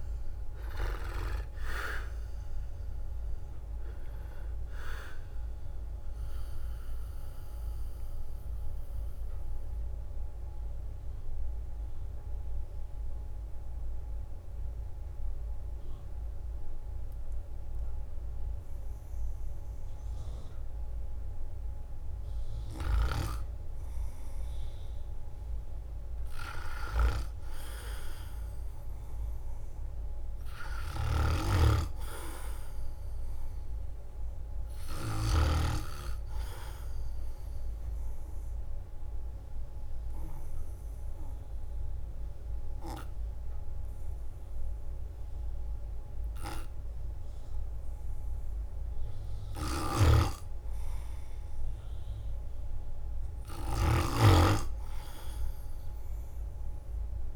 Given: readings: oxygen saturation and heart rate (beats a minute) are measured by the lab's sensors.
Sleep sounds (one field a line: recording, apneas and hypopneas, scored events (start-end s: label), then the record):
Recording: breathing in sleep by a room microphone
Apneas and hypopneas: 2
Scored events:
0.00-7.50 s: drop in pulse transit time (device-marked, heart rate 64 extreme)
0.00-27.50 s: oxygen desaturation (device-marked, oxygen 71% lowest, heart rate 51 extreme)
5.00-21.50 s: central apnea (oxygen 89% before, 71% lowest, heart rate 70 before, 51 extreme, up 5 after)
26.00-32.00 s: arousal
37.00-49.50 s: obstructive apnea (oxygen 100% before, 95% lowest, heart rate 60 before, 51 extreme, up 6 after)
49.50-57.36 s: snoring (device-marked)
53.50-57.36 s: arousal
54.50-57.36 s: oxygen desaturation (device-marked, oxygen 99% before, 95% lowest, heart rate 55 before, 52 extreme)
55.50-57.36 s: drop in pulse transit time (device-marked, heart rate 55 before, 55 extreme)
From the record:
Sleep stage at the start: N2 (light sleep)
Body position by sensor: on the right side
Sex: male